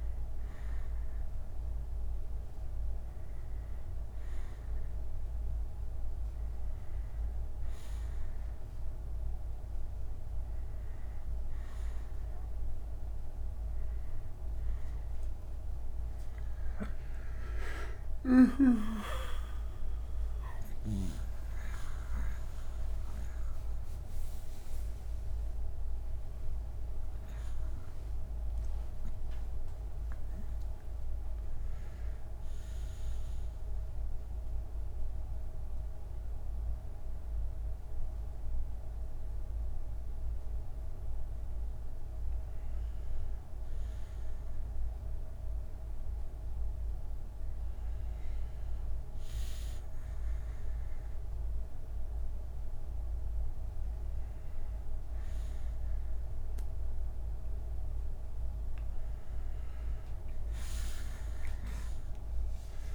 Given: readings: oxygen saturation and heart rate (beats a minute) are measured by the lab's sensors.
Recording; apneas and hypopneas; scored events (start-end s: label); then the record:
a person awake in a sleep study, by a room microphone; none
0.00-3.00 s: bradycardia (device-marked, heart rate 50 extreme)
2.00-62.95 s: new sleep stage, awake
31.00-33.00 s: bradycardia (device-marked, heart rate 74 before, 77 extreme)
42.00-44.00 s: bradycardia (device-marked, heart rate 74 before, 63 extreme)
54.00-62.95 s: oxygen desaturation (device-marked, oxygen 96% before, 93% lowest, heart rate 63 before, 63 extreme)
From the record:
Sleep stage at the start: N2 (light sleep); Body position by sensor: on the back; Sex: male